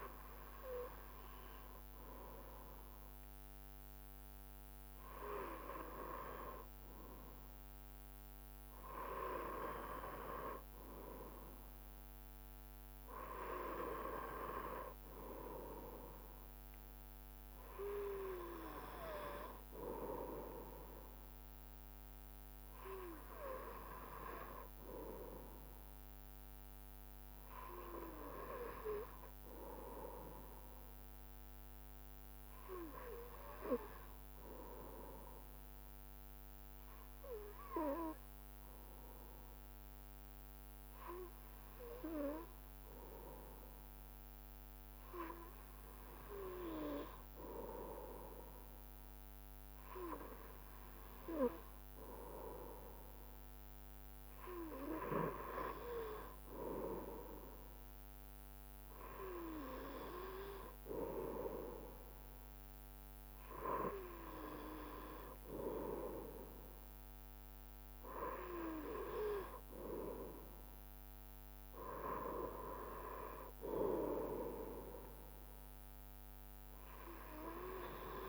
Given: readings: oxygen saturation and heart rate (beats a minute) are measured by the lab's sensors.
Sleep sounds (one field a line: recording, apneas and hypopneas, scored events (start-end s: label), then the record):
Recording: breathing in sleep by a microphone on the trachea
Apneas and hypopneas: 1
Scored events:
34.50-48.00 s: hypopnea (oxygen 95% before, 93% lowest, heart rate 73 before, 70 extreme, up 0 after)
48.50-51.50 s: arousal
From the record:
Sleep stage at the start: N2 (light sleep)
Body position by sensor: on the right side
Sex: male